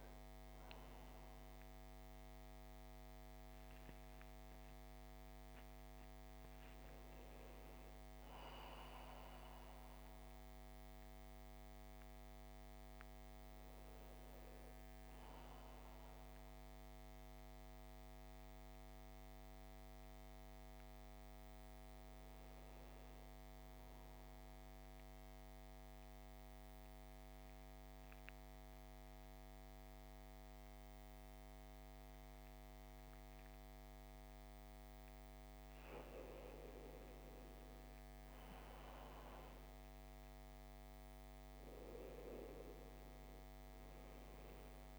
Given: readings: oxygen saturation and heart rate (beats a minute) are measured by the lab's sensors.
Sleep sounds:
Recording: breathing in sleep, hard to hear, by a microphone on the trachea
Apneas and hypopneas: 1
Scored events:
0.00-2.50 s: oxygen desaturation (device-marked, oxygen 93% lowest, heart rate 60 extreme)
15.50-35.00 s: mixed apnea (oxygen 99% before, 90% lowest, heart rate 66 before, 56 extreme, up 6 after)
17.50-44.99 s: new sleep stage, N2 (light sleep)
34.50-44.99 s: oxygen desaturation (device-marked, oxygen 98% before, 90% lowest, heart rate 60 before, 58 extreme)
37.50-41.00 s: arousal
From the record:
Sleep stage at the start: N1 (lightest sleep)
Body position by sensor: on the back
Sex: male

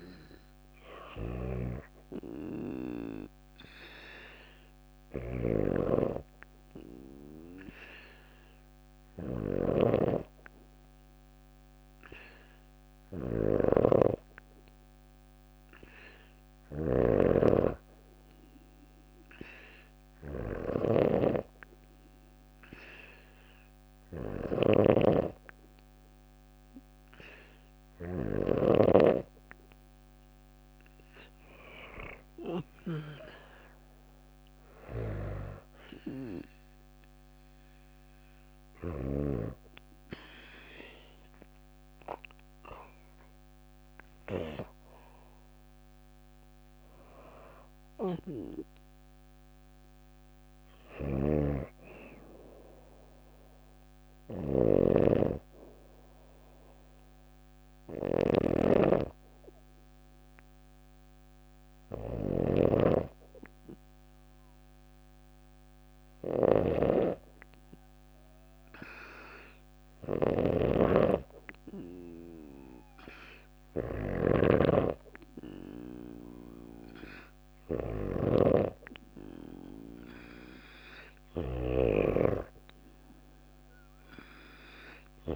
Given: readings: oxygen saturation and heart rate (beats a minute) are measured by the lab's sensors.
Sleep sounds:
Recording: breathing in sleep by a microphone on the trachea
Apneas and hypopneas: 2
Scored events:
0.00-28.00 s: snoring (device-marked)
3.00-15.00 s: hypopnea (oxygen 96% before, 94% lowest, heart rate 52 before, 26 extreme, up 13 after)
19.00-22.00 s: arousal
34.00-38.50 s: snoring (device-marked)
46.00-50.00 s: arousal
50.00-85.36 s: snoring (device-marked)
56.50-69.00 s: hypopnea (oxygen 96% before, 94% lowest)
73.00-76.00 s: arousal
From the record:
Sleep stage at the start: N2 (light sleep)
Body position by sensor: on the back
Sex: female

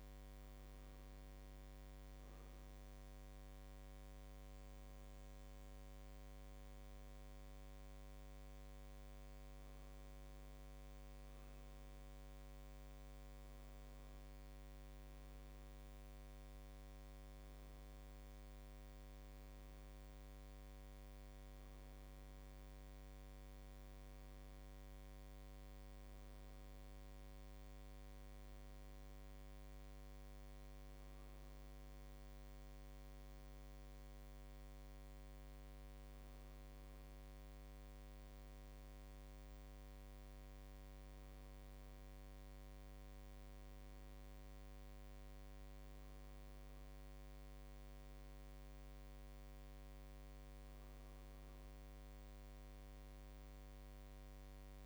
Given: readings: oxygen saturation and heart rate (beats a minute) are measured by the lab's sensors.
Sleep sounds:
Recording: a person awake in a sleep study, hard to hear, by a microphone on the trachea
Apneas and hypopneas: none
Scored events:
none scored
From the record:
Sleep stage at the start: awake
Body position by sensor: on the right side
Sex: male

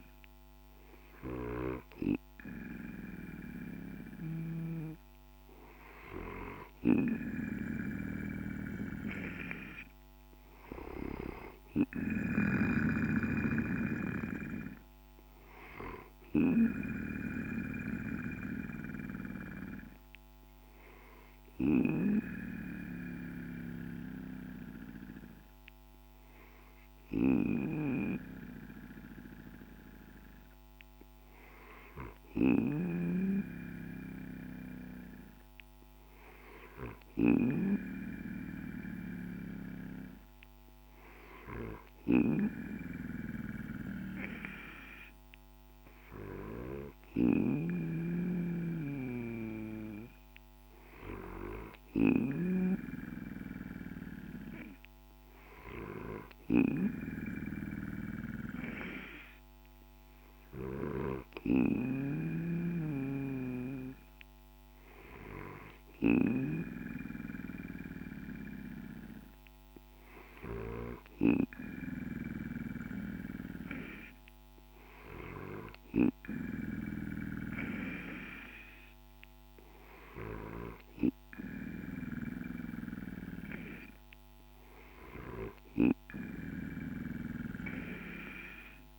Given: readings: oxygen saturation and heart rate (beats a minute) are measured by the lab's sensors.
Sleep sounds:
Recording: breathing in sleep by a microphone on the trachea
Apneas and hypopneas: none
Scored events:
0.00-1.00 s: snoring (device-marked)
0.00-3.00 s: oxygen desaturation (device-marked, oxygen 90% lowest, heart rate 54 extreme)
12.00-16.00 s: snoring (device-marked)
12.00-24.00 s: drop in pulse transit time (device-marked, heart rate 56 before, 54 extreme)
32.00-37.00 s: snoring (device-marked)
46.50-52.00 s: snoring (device-marked)
From the record:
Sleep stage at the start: N2 (light sleep)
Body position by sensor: on the back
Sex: male

